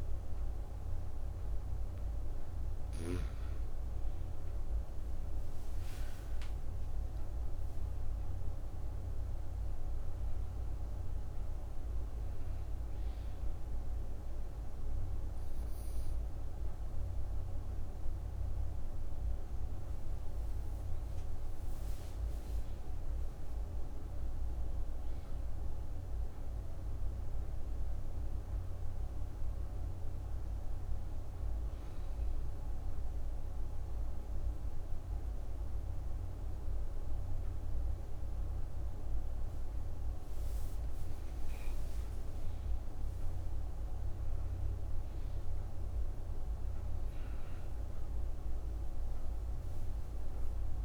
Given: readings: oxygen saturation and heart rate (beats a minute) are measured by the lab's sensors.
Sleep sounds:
breathing in sleep, hard to hear, by a room microphone; 1
23.00-27.00 s: arousal
32.00-42.00 s: obstructive apnea (oxygen 98% before, 94% lowest)
44.50-49.00 s: arousal
From the record:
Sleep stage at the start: N2 (light sleep); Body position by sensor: on the right side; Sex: female

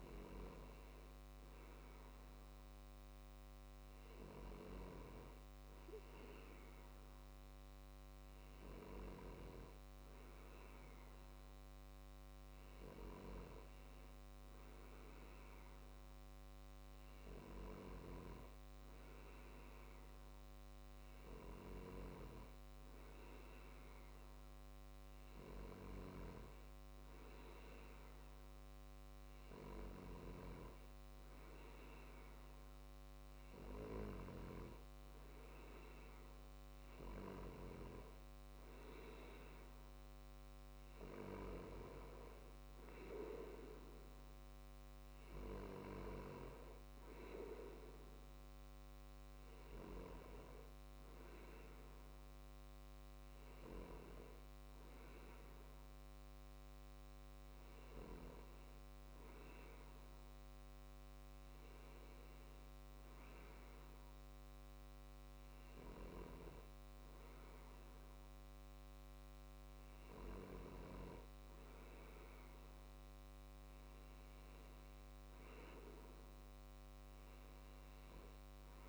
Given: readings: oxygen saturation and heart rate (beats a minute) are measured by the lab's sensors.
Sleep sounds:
breathing in sleep by a microphone on the trachea; none
none scored
From the record:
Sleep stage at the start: N2 (light sleep); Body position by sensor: on the left side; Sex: male

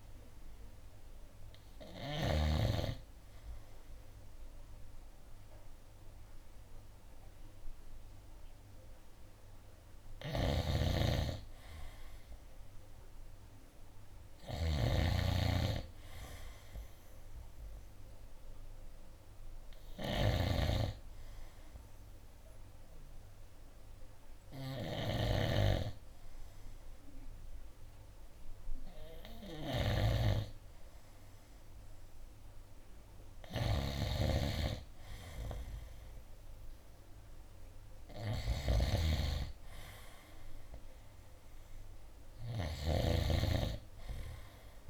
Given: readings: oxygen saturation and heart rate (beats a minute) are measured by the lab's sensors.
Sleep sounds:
breathing in sleep by a room microphone; none
0.00-2.50 s: snoring (device-marked)
1.50-11.50 s: oxygen desaturation (device-marked, oxygen 95% before, 91% lowest, heart rate 68 before, 64 extreme)
10.00-44.90 s: snoring (device-marked)
23.50-32.50 s: oxygen desaturation (device-marked, oxygen 94% before, 90% lowest, heart rate 69 before, 64 extreme)
40.50-44.90 s: oxygen desaturation (device-marked, oxygen 94% before, 91% lowest, heart rate 67 before, 69 extreme)
43.50-44.90 s: new sleep stage, N2 (light sleep)
From the record:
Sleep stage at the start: N3 (deep sleep); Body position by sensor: on the right side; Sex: male

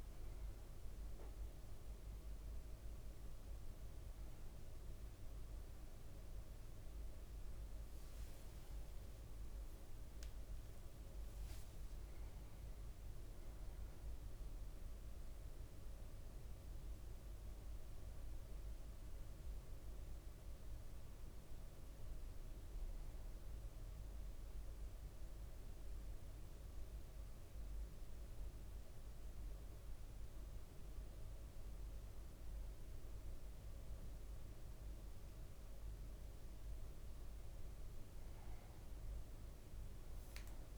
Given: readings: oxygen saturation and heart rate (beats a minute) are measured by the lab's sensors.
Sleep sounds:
breathing in sleep, hard to hear, by a room microphone; 1
12.50-16.50 s: arousal
24.00-36.50 s: obstructive apnea (oxygen 99% before, 97% lowest, heart rate 64 before, 56 extreme, up 3 after)
From the record:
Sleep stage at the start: N1 (lightest sleep); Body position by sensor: on the back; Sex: male

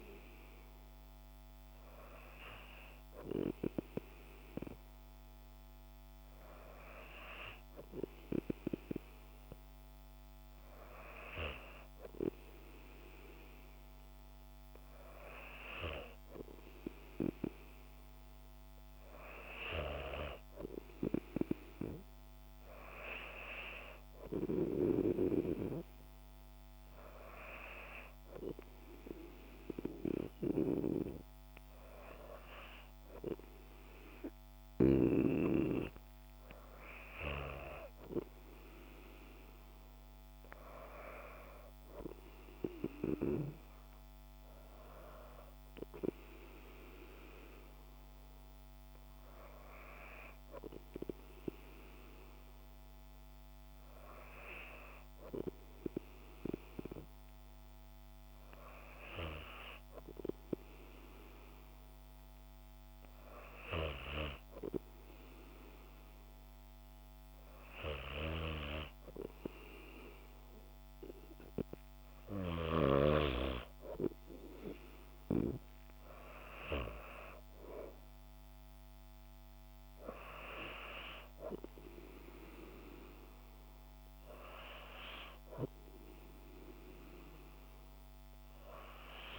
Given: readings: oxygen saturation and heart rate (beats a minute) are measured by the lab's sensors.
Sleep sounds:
breathing in sleep by a microphone on the trachea; none
none scored
From the record:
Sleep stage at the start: N2 (light sleep); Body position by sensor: on the back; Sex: female

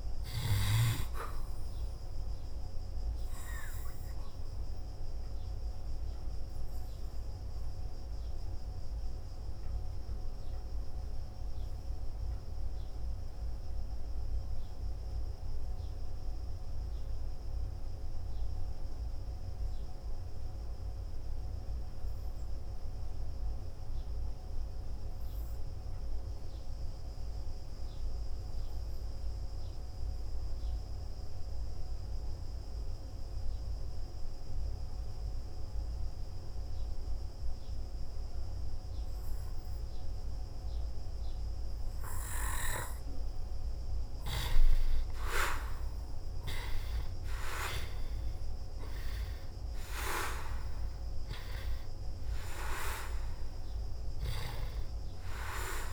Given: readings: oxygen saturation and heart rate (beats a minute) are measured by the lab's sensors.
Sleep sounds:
breathing in sleep by a room microphone; 1
4.50-42.50 s: hypopnea (oxygen 97% before, 82% lowest, heart rate 54 before, 46 extreme, up 8 after)
21.00-34.00 s: oxygen desaturation (device-marked, oxygen 95% before, 86% lowest, heart rate 61 before, 46 extreme)
46.00-51.50 s: arousal
From the record:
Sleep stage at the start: N2 (light sleep); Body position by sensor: on the back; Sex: male

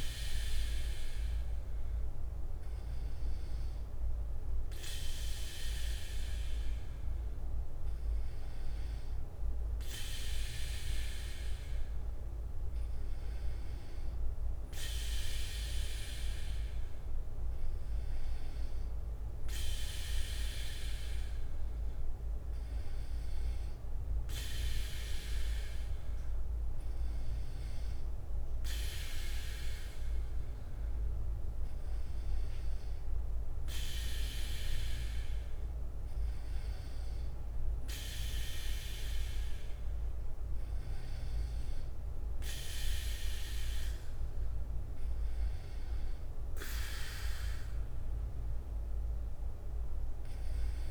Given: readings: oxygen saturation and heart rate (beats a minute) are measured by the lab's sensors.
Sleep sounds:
breathing in sleep by a room microphone; none
0.00-38.50 s: bradycardia (device-marked, heart rate 55 extreme)
39.50-42.50 s: bradycardia (device-marked, heart rate 59 before, 59 extreme)
43.50-50.91 s: bradycardia (device-marked, heart rate 59 before, 56 extreme)
From the record:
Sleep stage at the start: N2 (light sleep); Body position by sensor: on the back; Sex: male

